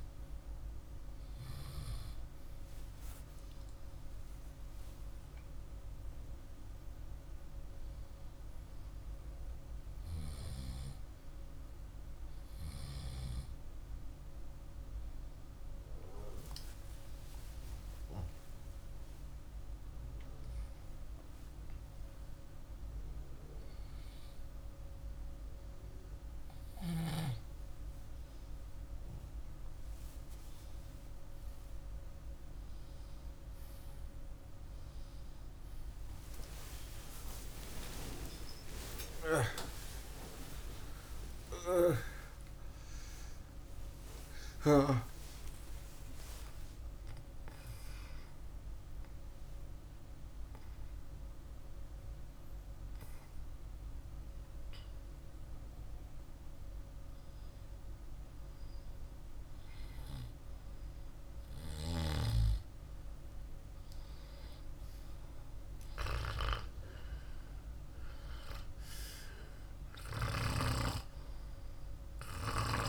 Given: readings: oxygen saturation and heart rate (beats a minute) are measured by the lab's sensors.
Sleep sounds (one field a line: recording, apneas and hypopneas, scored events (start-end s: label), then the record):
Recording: a person awake in a sleep study, by a room microphone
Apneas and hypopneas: none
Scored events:
48.00-54.00 s: oxygen desaturation (device-marked, oxygen 98% before, 90% lowest, heart rate 90 before, 47 extreme)
69.00-72.89 s: new sleep stage, N2 (light sleep)
From the record:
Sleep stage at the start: awake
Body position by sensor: on the left side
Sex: male